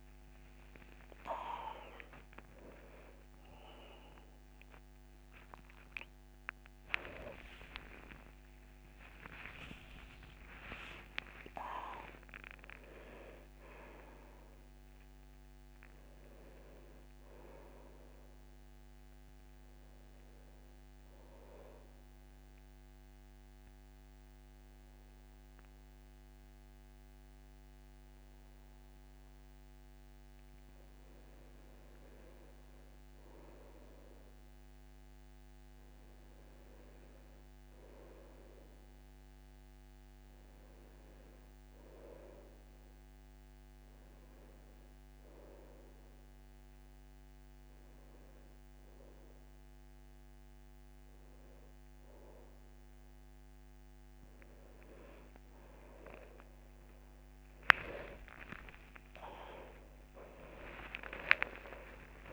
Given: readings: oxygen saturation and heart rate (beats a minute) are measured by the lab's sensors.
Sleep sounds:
a person partly awake in a sleep study, by a microphone on the trachea; 1
0.00-4.50 s: oxygen desaturation (device-marked, oxygen 86% lowest, heart rate 72 extreme)
5.50-62.33 s: new sleep stage, N1 (lightest sleep)
21.50-32.50 s: obstructive apnea (oxygen 100% before, 95% lowest, heart rate 105 before, 68 extreme, up 1 after)
35.50-38.50 s: arousal
35.50-48.50 s: oxygen desaturation (device-marked, oxygen 99% before, 95% lowest, heart rate 74 before, 69 extreme)
From the record:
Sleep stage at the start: awake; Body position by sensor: on the back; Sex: male

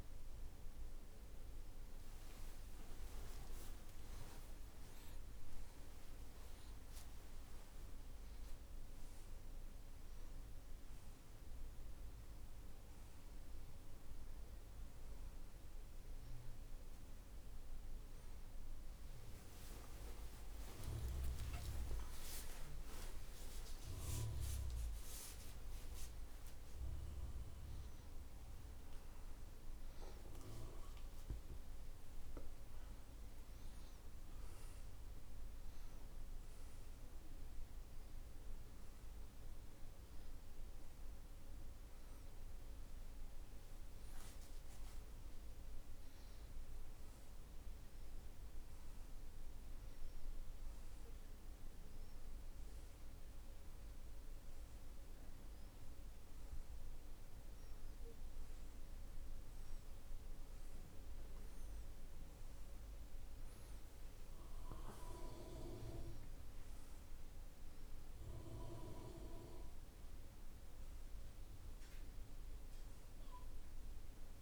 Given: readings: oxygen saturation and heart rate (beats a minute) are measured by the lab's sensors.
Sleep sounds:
a person awake in a sleep study, by a room microphone; none
44.00-74.42 s: new sleep stage, N2 (light sleep)
From the record:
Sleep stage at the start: awake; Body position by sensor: on the right side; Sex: male

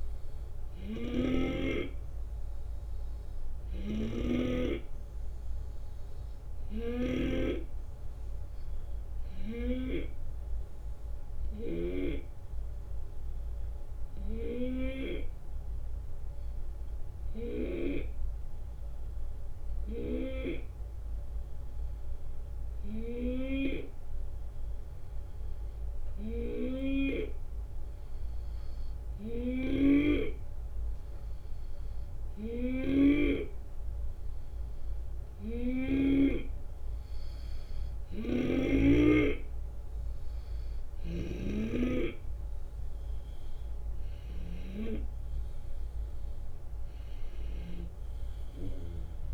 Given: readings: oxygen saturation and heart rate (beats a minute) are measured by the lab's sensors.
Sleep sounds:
breathing in sleep by a room microphone; 1
0.00-4.50 s: snoring (device-marked)
0.00-5.50 s: oxygen desaturation (device-marked, oxygen 91% lowest, heart rate 73 extreme)
0.00-7.50 s: drop in pulse transit time (device-marked, heart rate 75 extreme)
4.50-35.00 s: hypopnea (oxygen 94% before, 90% lowest, heart rate 74 before, 73 extreme, up 3 after)
11.50-17.50 s: snoring (device-marked)
29.50-36.00 s: snoring (device-marked)
40.50-49.34 s: snoring (device-marked)
42.50-49.34 s: drop in pulse transit time (device-marked, heart rate 75 before, 75 extreme)
44.00-47.50 s: arousal
From the record:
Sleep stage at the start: N2 (light sleep); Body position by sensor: on the left side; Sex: male

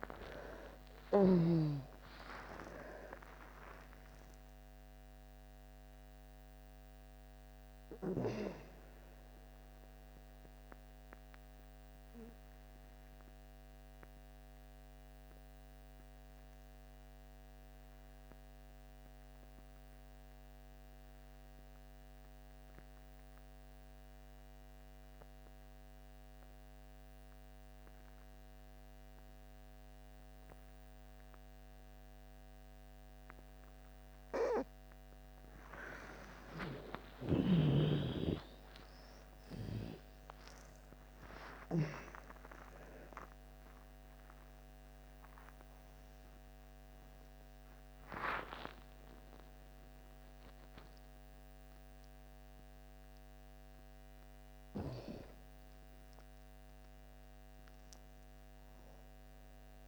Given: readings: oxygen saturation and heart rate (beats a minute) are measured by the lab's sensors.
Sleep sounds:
breathing in sleep by a microphone on the trachea; 1
0.00-2.00 s: arousal
0.00-23.00 s: oxygen desaturation (device-marked, oxygen 80% lowest)
11.50-35.00 s: obstructive apnea (oxygen 99% before, 78% lowest)
25.00-59.88 s: oxygen desaturation (device-marked, oxygen 99% before, 78% lowest)
29.00-59.88 s: new sleep stage, N1 (lightest sleep)
36.50-42.50 s: arousal
From the record:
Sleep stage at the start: N2 (light sleep); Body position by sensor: on the back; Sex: female

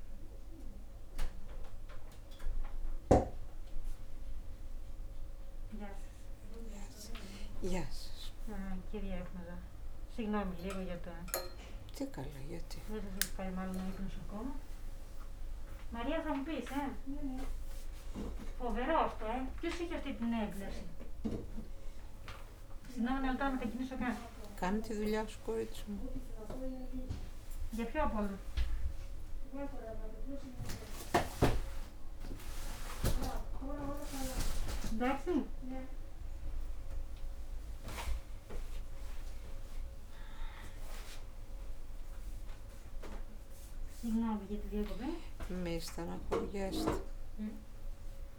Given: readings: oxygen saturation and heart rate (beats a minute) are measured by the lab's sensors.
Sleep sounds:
a person awake in a sleep study, by a room microphone; none
7.00-12.50 s: snoring (device-marked)
12.50-14.50 s: long interval between heartbeats (device-marked, heart rate 65 before, 80 extreme)
23.00-48.39 s: new sleep stage, awake
From the record:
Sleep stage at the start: N2 (light sleep); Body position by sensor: on the right side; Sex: female

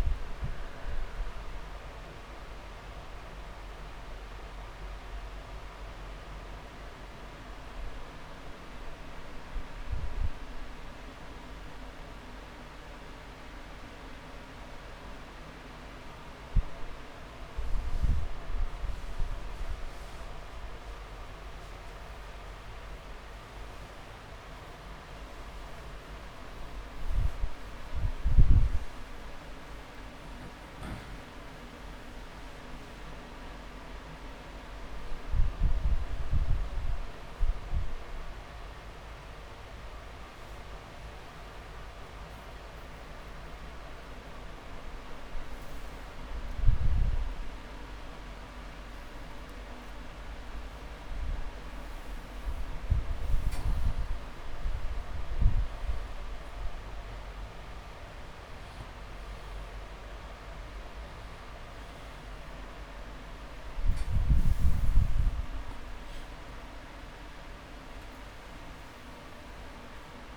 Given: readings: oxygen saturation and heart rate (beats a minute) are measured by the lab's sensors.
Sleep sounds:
a person awake in a sleep study, hard to hear, by a room microphone; 1
0.00-3.00 s: arousal
6.50-27.50 s: oxygen desaturation (device-marked, oxygen 97% before, 93% lowest)
10.00-22.50 s: hypopnea (oxygen 97% before, 93% lowest)
13.50-15.50 s: long interval between heartbeats (device-marked)
26.50-70.37 s: new sleep stage, awake
33.00-35.00 s: long interval between heartbeats (device-marked)
50.50-52.50 s: long interval between heartbeats (device-marked)
From the record:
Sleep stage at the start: N2 (light sleep); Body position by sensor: on the back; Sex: male

